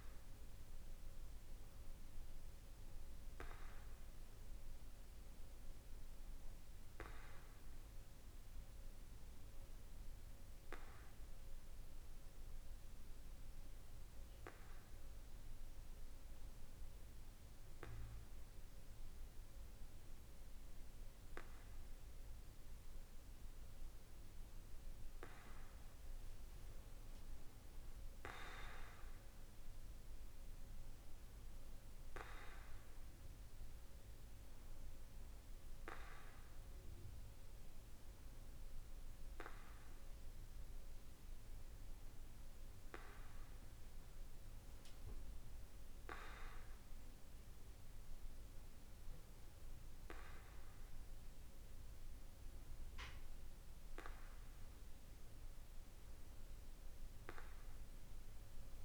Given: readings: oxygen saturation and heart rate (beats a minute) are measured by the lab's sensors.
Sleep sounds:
breathing in sleep by a room microphone; 1
10.50-23.00 s: hypopnea (oxygen 96% before, 94% lowest, heart rate 53 before, 48 extreme, up 2 after)
26.50-31.00 s: arousal
From the record:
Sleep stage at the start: N2 (light sleep); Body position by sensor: on the back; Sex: male

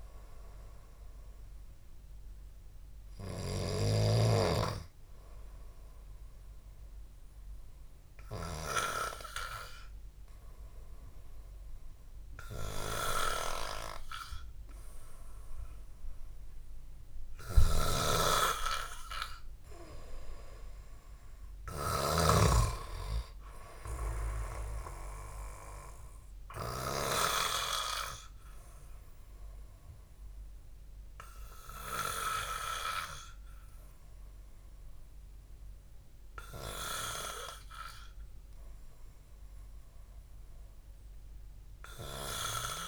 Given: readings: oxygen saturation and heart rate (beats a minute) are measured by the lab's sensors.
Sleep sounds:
breathing in sleep by a room microphone; none
0.00-4.50 s: snoring (device-marked)
18.00-22.50 s: snoring (device-marked)
From the record:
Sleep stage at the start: N2 (light sleep); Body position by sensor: on the back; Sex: male

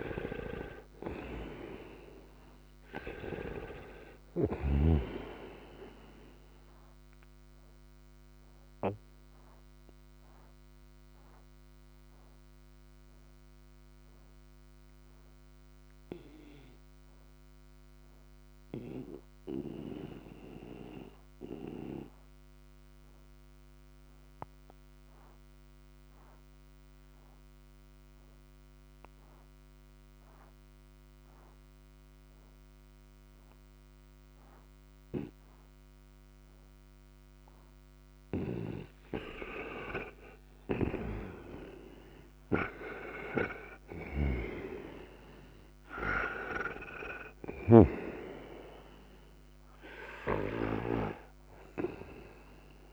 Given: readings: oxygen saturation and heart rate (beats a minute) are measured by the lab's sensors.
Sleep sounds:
breathing in sleep by a microphone on the trachea; 1
0.00-1.50 s: arousal
0.00-27.00 s: oxygen desaturation (device-marked, oxygen 85% lowest, heart rate 58 extreme)
7.50-37.00 s: obstructive apnea (oxygen 98% before, 85% lowest, heart rate 62 before, 58 extreme, up 22 after)
39.00-43.50 s: arousal
40.50-51.00 s: snoring (device-marked)
41.00-52.93 s: oxygen desaturation (device-marked, oxygen 98% before, 88% lowest, heart rate 61 before, 59 extreme)
From the record:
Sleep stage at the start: N2 (light sleep); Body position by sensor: on the right side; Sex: male

